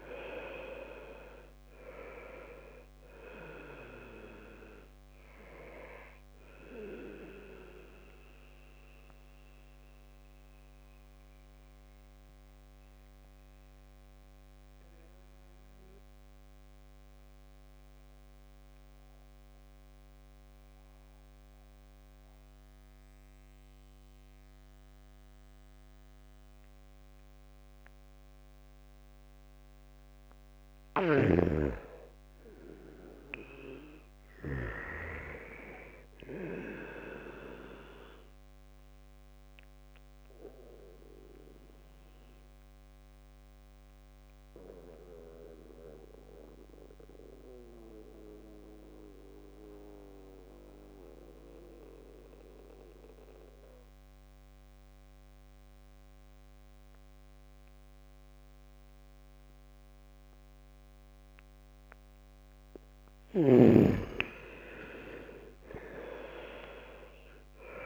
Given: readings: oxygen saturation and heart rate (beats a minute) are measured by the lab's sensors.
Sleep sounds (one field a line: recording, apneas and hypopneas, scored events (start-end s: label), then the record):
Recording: breathing in sleep by a microphone on the trachea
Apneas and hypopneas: 2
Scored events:
0.00-25.00 s: oxygen desaturation (device-marked, oxygen 76% lowest, heart rate 62 extreme)
7.50-29.50 s: central apnea (oxygen 98% before, 76% lowest, heart rate 67 before, 62 extreme, up 4 after)
31.50-35.00 s: arousal
32.00-56.00 s: oxygen desaturation (device-marked, oxygen 98% before, 84% lowest, heart rate 68 before, 58 extreme)
40.50-63.00 s: mixed apnea (oxygen 98% before, 81% lowest, heart rate 70 before, 58 extreme, up 0 after)
62.00-65.00 s: bradycardia (device-marked, heart rate 66 before, 64 extreme)
64.00-66.00 s: long interval between heartbeats (device-marked, heart rate 66 before, 58 extreme)
64.00-67.86 s: oxygen desaturation (device-marked, oxygen 97% before, 81% lowest, heart rate 66 before, 60 extreme)
64.50-67.86 s: arousal
From the record:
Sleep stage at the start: N2 (light sleep)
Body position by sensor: on the back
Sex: male